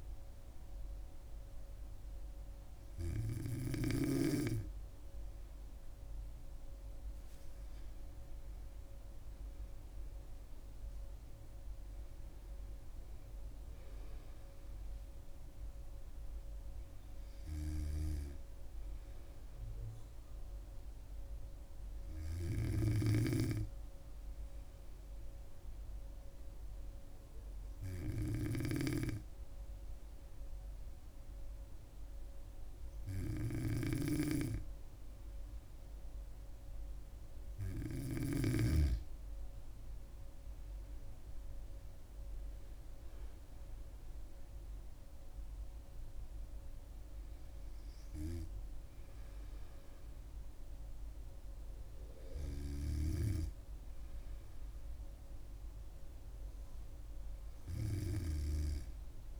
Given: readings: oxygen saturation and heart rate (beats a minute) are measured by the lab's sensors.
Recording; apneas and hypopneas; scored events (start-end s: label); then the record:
breathing in sleep by a room microphone; 1
0.00-4.00 s: snoring (device-marked)
10.50-14.50 s: arousal
20.00-36.50 s: hypopnea (oxygen 97% before, 95% lowest, heart rate 68 before, 65 extreme, up 5 after)
33.50-38.50 s: snoring (device-marked)
40.00-43.00 s: arousal
From the record:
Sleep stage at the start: N2 (light sleep); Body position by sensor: on the back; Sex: female